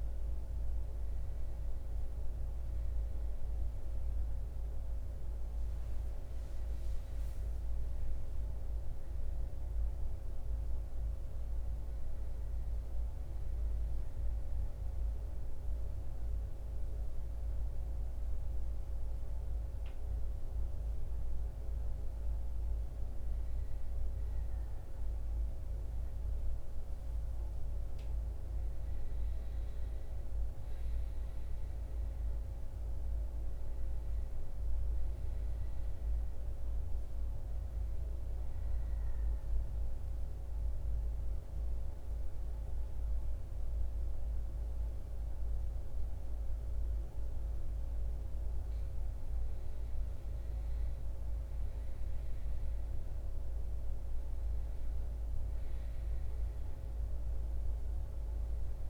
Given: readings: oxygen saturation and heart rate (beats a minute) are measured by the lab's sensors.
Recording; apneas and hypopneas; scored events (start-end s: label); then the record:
breathing in sleep, hard to hear, by a room microphone; 2
7.50-11.00 s: arousal
13.50-23.50 s: central apnea (oxygen 97% before, 90% lowest)
26.00-30.00 s: arousal
37.00-51.00 s: oxygen desaturation (device-marked, oxygen 96% before, 92% lowest)
39.00-49.00 s: obstructive apnea (oxygen 97% before, 90% lowest)
55.00-58.50 s: arousal
From the record:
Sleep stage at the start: N2 (light sleep); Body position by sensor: on the back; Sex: male